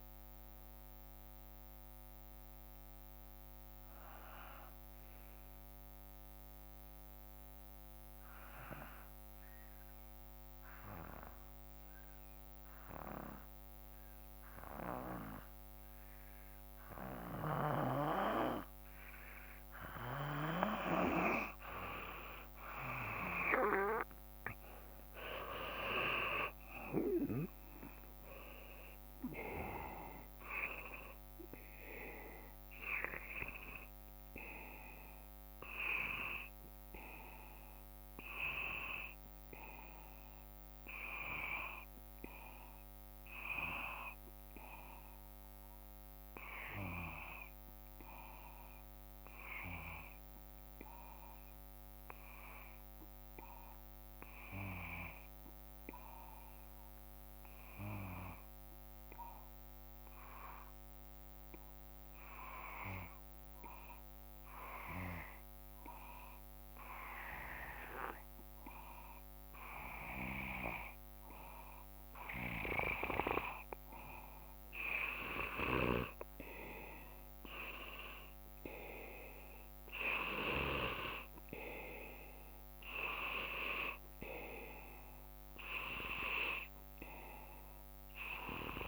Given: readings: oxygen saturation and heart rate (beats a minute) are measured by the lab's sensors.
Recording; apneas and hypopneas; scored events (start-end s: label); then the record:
breathing in sleep by a microphone on the trachea; 2
6.50-20.00 s: mixed apnea (oxygen 95% before, 86% lowest, heart rate 58 before, 53 extreme, up 8 after)
21.00-49.00 s: oxygen desaturation (device-marked, oxygen 96% before, 86% lowest, heart rate 55 before, 53 extreme)
23.50-28.50 s: arousal
50.50-72.00 s: obstructive apnea (oxygen 95% before, 90% lowest, heart rate 56 before, 55 extreme, up 2 after)
67.00-88.88 s: oxygen desaturation (device-marked, oxygen 96% before, 90% lowest, heart rate 55 before, 54 extreme)
75.50-79.50 s: arousal
From the record:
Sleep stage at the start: N2 (light sleep); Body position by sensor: on the back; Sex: male